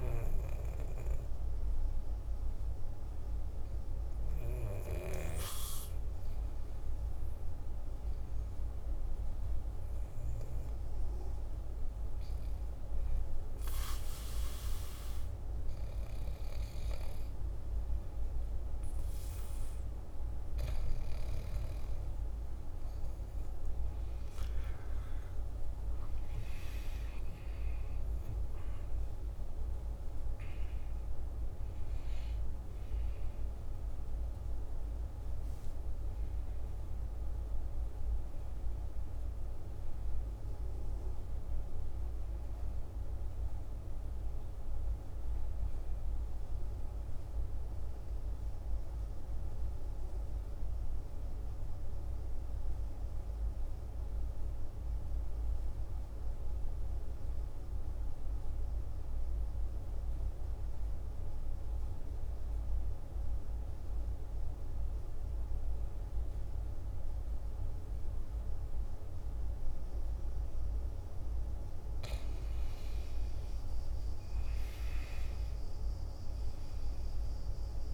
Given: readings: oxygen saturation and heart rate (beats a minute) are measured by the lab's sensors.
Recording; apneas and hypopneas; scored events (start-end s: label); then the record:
breathing in sleep, hard to hear, by a room microphone; 2
0.00-8.00 s: oxygen desaturation (device-marked, oxygen 88% lowest, heart rate 49 extreme)
3.50-15.00 s: hypopnea (oxygen 97% before, 92% lowest, heart rate 55 before, 50 extreme, up 4 after)
21.50-26.00 s: arousal
50.50-71.00 s: mixed apnea (oxygen 97% before, 88% lowest, heart rate 55 before, 50 extreme, up 9 after)
68.00-77.94 s: oxygen desaturation (device-marked, oxygen 98% before, 88% lowest, heart rate 50 before, 48 extreme)
72.50-76.50 s: arousal
From the record:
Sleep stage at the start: N2 (light sleep); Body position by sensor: on the back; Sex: male